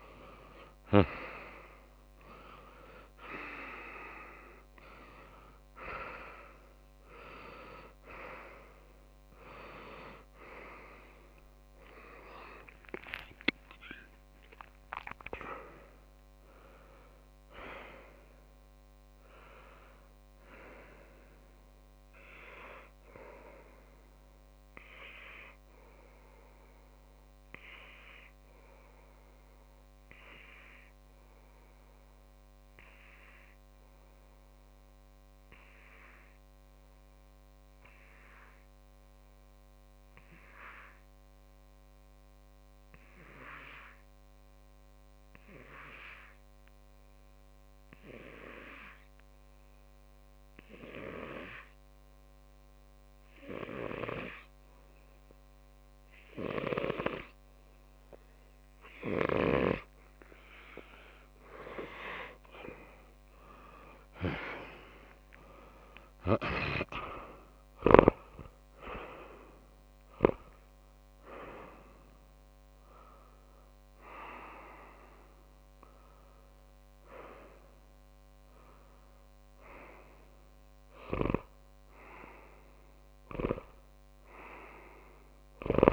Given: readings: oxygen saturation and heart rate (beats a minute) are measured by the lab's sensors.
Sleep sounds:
breathing in sleep by a microphone on the trachea; 1
0.00-2.00 s: arousal
12.50-16.00 s: arousal
25.50-60.50 s: obstructive apnea (oxygen 98% before, 95% lowest)
43.00-45.00 s: long interval between heartbeats (device-marked)
53.50-55.50 s: long interval between heartbeats (device-marked)
55.50-57.50 s: long interval between heartbeats (device-marked)
58.50-60.50 s: long interval between heartbeats (device-marked)
59.00-74.00 s: oxygen desaturation (device-marked, oxygen 99% before, 95% lowest)
64.00-67.50 s: arousal
83.50-85.50 s: long interval between heartbeats (device-marked)
From the record:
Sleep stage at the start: N2 (light sleep); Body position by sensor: on the back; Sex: male

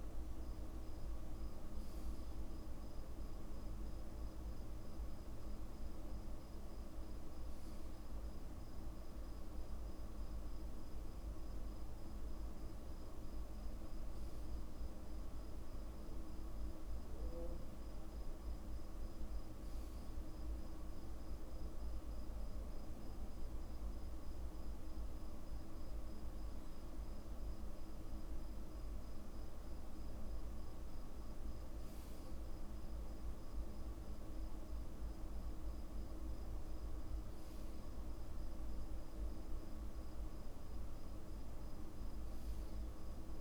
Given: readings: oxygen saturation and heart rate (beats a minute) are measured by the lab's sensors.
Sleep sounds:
breathing in sleep, hard to hear, by a room microphone; none
none scored
From the record:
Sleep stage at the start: REM sleep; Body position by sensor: on the back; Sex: male

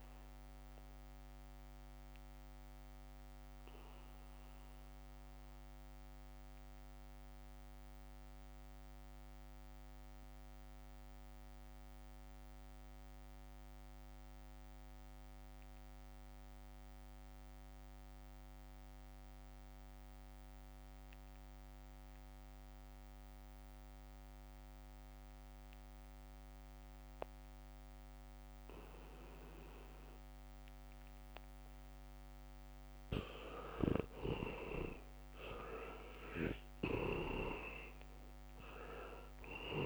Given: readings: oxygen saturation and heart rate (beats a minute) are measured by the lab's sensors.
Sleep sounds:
breathing in sleep by a microphone on the trachea; 1
0.00-19.50 s: oxygen desaturation (device-marked, oxygen 77% lowest, heart rate 64 extreme)
1.00-33.00 s: obstructive apnea (oxygen 99% before, 77% lowest, heart rate 68 before, 64 extreme, up 5 after)
26.50-39.86 s: oxygen desaturation (device-marked, oxygen 99% before, 77% lowest, heart rate 73 before, 64 extreme)
35.50-39.50 s: arousal
From the record:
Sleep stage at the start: N2 (light sleep); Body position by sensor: on the back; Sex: male

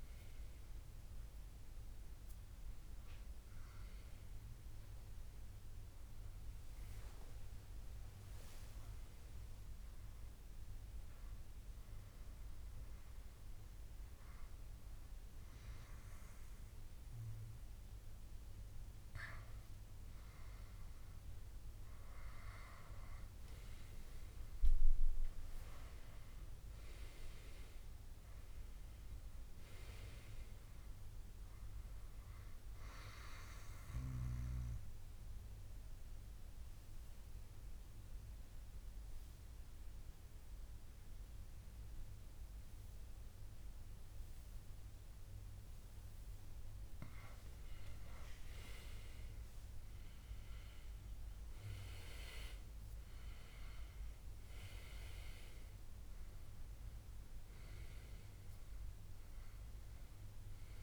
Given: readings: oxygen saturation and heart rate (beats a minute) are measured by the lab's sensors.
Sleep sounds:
breathing in sleep by a room microphone; 2
7.00-19.00 s: hypopnea (oxygen 97% before, 94% lowest, heart rate 74 before, 64 extreme)
21.00-24.50 s: arousal
34.00-47.50 s: obstructive apnea (oxygen 98% before, 92% lowest, heart rate 71 before, 64 extreme, up 13 after)
50.00-52.00 s: long interval between heartbeats (device-marked, heart rate 67 before, 69 extreme)
50.00-53.00 s: arousal
From the record:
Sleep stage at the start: N2 (light sleep); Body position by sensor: on the back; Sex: male

